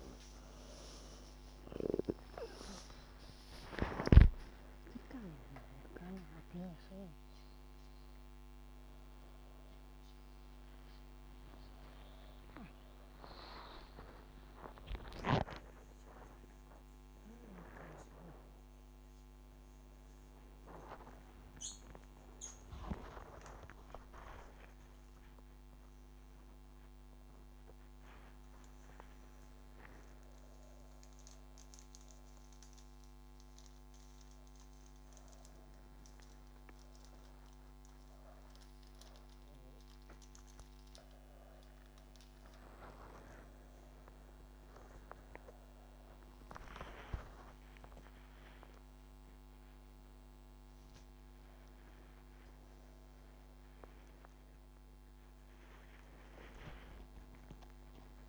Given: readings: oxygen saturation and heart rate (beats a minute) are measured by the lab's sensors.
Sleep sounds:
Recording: a person awake in a sleep study, by a microphone on the trachea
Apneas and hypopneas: none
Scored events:
13.50-15.50 s: long interval between heartbeats (device-marked, heart rate 95 before, 111 extreme)
22.00-24.00 s: long interval between heartbeats (device-marked, heart rate 102 before, 111 extreme)
From the record:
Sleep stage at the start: awake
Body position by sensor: upright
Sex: female

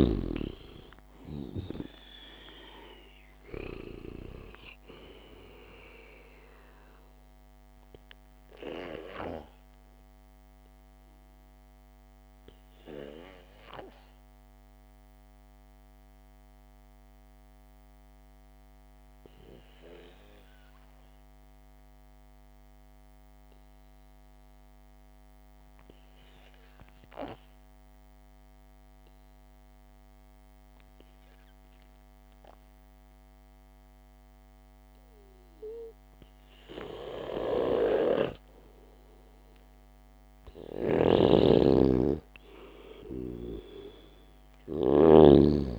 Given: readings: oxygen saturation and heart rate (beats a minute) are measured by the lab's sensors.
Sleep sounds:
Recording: breathing in sleep by a microphone on the trachea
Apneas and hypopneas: 1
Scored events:
10.00-36.00 s: obstructive apnea (oxygen 98% before, 91% lowest, heart rate 57 before, 55 extreme, up 0 after)
18.00-29.00 s: oxygen desaturation (device-marked, oxygen 95% before, 91% lowest, heart rate 58 before, 55 extreme)
37.50-41.50 s: arousal
41.00-45.50 s: snoring (device-marked)
From the record:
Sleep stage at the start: N2 (light sleep)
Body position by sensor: on the back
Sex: male

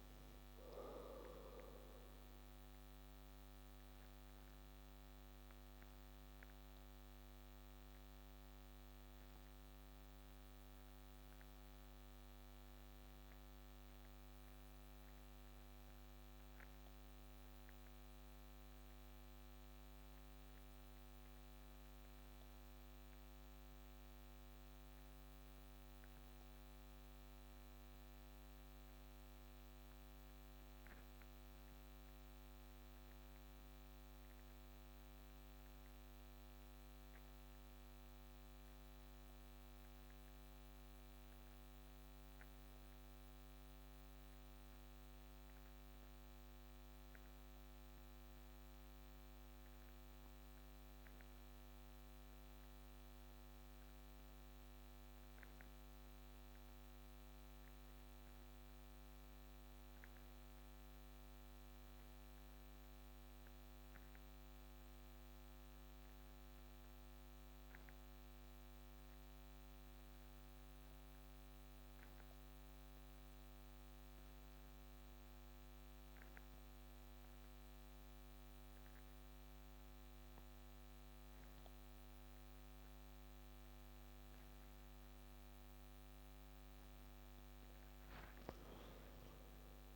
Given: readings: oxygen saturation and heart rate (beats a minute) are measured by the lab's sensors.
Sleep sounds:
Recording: breathing in sleep, hard to hear, by a microphone on the trachea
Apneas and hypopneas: 1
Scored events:
2.50-22.50 s: oxygen desaturation (device-marked, oxygen 89% before, 80% lowest)
2.50-85.50 s: obstructive apnea (oxygen 90% before, 77% lowest)
61.50-89.96 s: oxygen desaturation (device-marked, oxygen 97% before, 77% lowest)
From the record:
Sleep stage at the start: REM sleep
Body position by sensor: on the back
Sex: male

